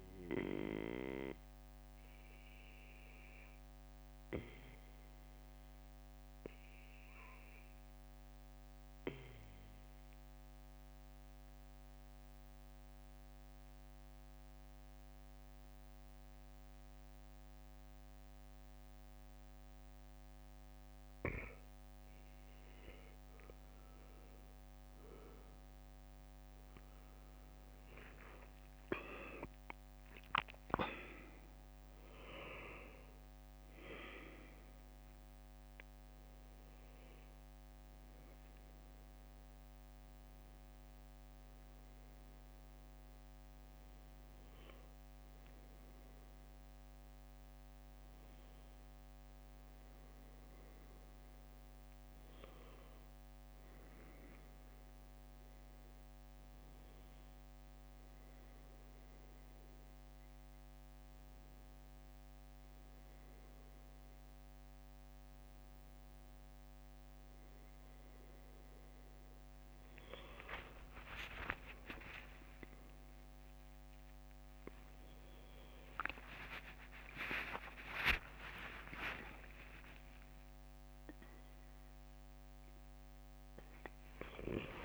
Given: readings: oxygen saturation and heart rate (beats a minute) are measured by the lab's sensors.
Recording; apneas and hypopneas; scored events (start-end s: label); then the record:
breathing in sleep by a microphone on the trachea; none
52.50-84.85 s: new sleep stage, N1 (lightest sleep)
69.00-70.00 s: leg movement (device-marked)
70.00-75.00 s: arousal
75.50-83.50 s: tachycardia (device-marked, heart rate 65 before, 144 extreme)
76.50-78.50 s: long interval between heartbeats (device-marked, heart rate 65 before, 80 extreme)
79.00-81.00 s: long interval between heartbeats (device-marked, heart rate 67 before, 109 extreme)
81.50-83.50 s: long interval between heartbeats (device-marked, heart rate 76 before, 143 extreme)
From the record:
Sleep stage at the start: N2 (light sleep); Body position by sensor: on the back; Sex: male